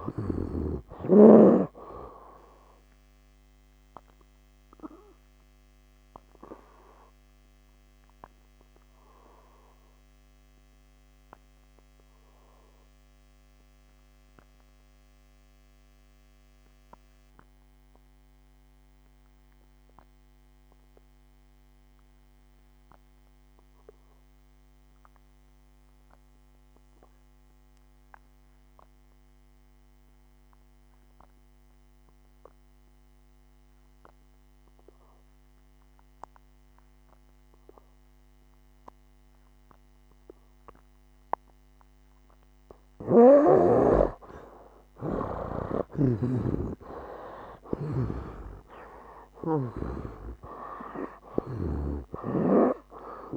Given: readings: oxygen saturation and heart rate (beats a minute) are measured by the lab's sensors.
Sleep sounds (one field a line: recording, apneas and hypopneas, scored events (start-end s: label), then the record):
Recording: breathing in sleep by a microphone on the trachea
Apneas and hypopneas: 1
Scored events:
0.00-26.00 s: oxygen desaturation (device-marked, oxygen 69% lowest, heart rate 57 extreme)
4.50-43.00 s: obstructive apnea (oxygen 96% before, 69% lowest, heart rate 67 before, 57 extreme, up 18 after)
32.00-53.37 s: oxygen desaturation (device-marked, oxygen 98% before, 69% lowest, heart rate 58 before, 57 extreme)
46.00-50.00 s: arousal
46.00-53.00 s: snoring (device-marked)
From the record:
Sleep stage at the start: N2 (light sleep)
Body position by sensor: on the back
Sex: male